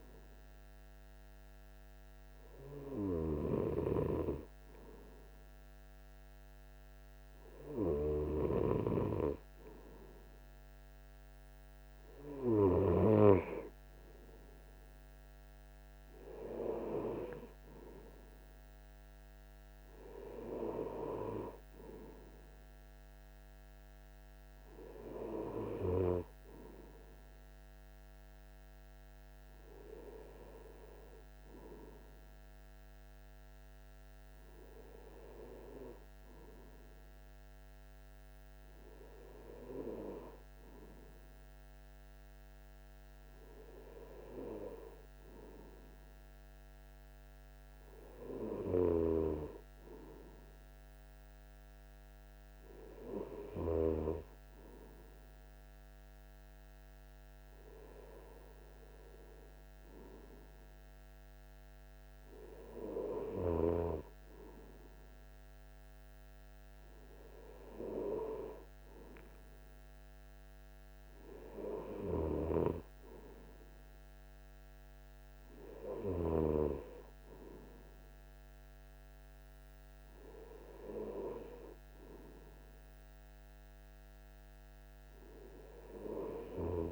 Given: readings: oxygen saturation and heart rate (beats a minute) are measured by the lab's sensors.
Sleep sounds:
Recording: breathing in sleep by a microphone on the trachea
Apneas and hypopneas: none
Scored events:
none scored
From the record:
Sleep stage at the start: N2 (light sleep)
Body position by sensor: on the right side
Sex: male

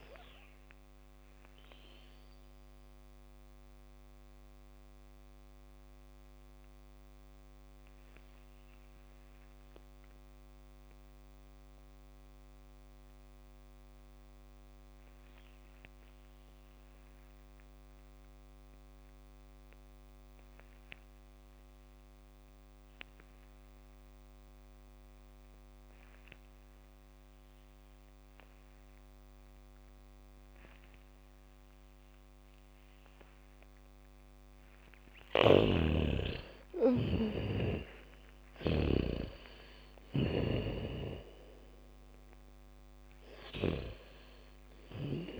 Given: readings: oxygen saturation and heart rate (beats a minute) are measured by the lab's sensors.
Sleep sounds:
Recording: breathing in sleep by a microphone on the trachea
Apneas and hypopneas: 1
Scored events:
0.00-17.50 s: oxygen desaturation (device-marked, oxygen 80% lowest, heart rate 44 extreme)
1.50-34.50 s: mixed apnea (oxygen 99% before, 79% lowest, heart rate 62 before, 44 extreme)
25.50-45.40 s: oxygen desaturation (device-marked, oxygen 99% before, 79% lowest, heart rate 78 before, 44 extreme)
31.50-39.50 s: bradycardia (device-marked, heart rate 69 before, 44 extreme)
35.50-39.50 s: snoring (device-marked)
36.50-41.50 s: arousal
From the record:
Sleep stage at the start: N2 (light sleep)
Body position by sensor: on the back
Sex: female

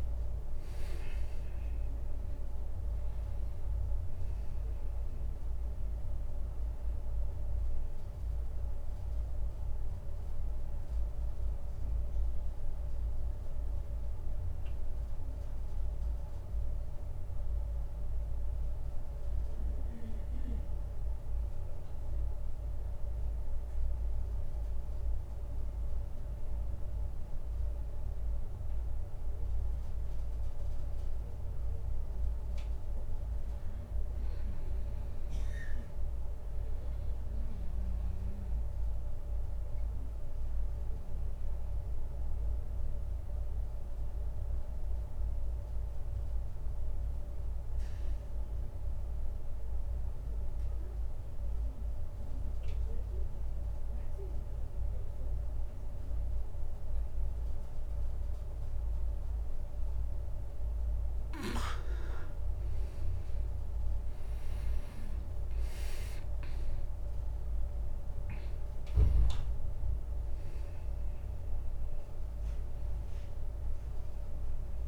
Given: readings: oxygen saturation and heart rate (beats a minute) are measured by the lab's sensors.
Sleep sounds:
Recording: breathing in sleep, hard to hear, by a room microphone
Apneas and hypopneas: 1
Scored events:
0.00-23.00 s: oxygen desaturation (device-marked, oxygen 91% lowest)
30.00-33.50 s: arousal
37.00-61.00 s: obstructive apnea (oxygen 100% before, 91% lowest)
59.00-74.88 s: oxygen desaturation (device-marked, oxygen 98% before, 91% lowest)
64.00-68.00 s: arousal
From the record:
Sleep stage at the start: N2 (light sleep)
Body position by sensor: on the back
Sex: male

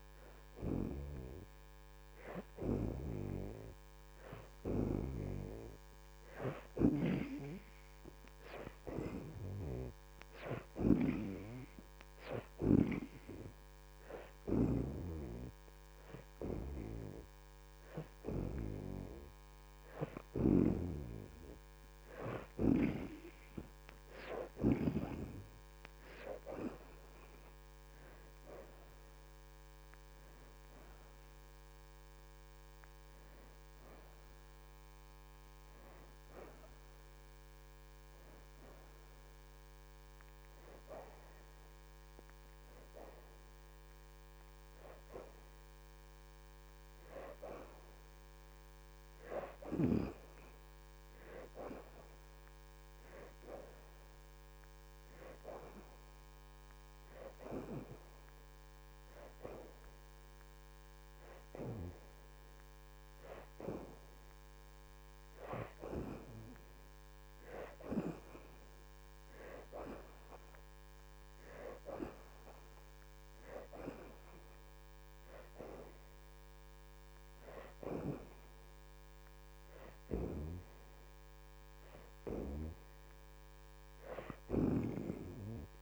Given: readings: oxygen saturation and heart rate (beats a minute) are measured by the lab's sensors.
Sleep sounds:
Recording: breathing in sleep by a microphone on the trachea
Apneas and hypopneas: none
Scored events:
5.00-11.00 s: oxygen desaturation (device-marked, oxygen 68% before, 61% lowest, heart rate 109 before, 112 extreme)
40.00-55.00 s: oxygen desaturation (device-marked, oxygen 64% before, 61% lowest, heart rate 119 before, 95 extreme)
67.00-76.00 s: oxygen desaturation (device-marked, oxygen 71% before, 68% lowest, heart rate 108 before, 101 extreme)
82.00-85.82 s: oxygen desaturation (device-marked, oxygen 69% before, 62% lowest, heart rate 106 before, 104 extreme)
From the record:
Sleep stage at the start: N2 (light sleep)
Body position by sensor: on the back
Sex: female

